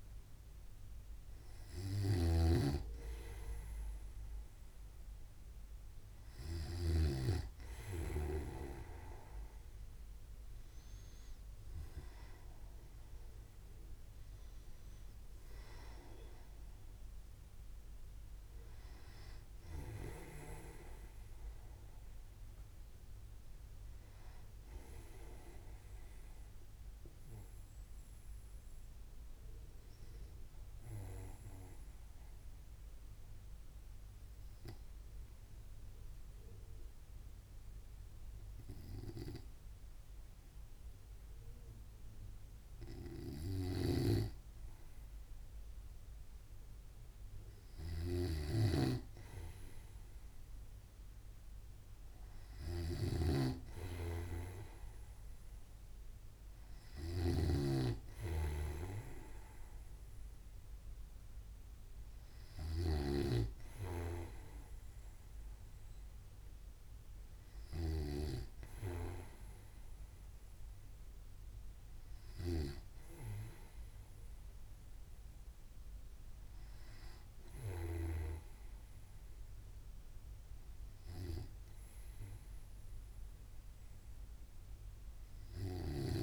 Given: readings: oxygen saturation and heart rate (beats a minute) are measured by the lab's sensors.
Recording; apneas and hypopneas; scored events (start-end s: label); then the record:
breathing in sleep by a room microphone; 1
0.00-4.50 s: arousal
0.00-7.50 s: snoring (device-marked)
32.50-45.00 s: obstructive apnea (oxygen 96% before, 94% lowest, heart rate 65 before, 62 extreme, up 0 after)
44.00-78.50 s: snoring (device-marked)
47.00-50.00 s: arousal
From the record:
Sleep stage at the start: N2 (light sleep); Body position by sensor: on the right side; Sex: male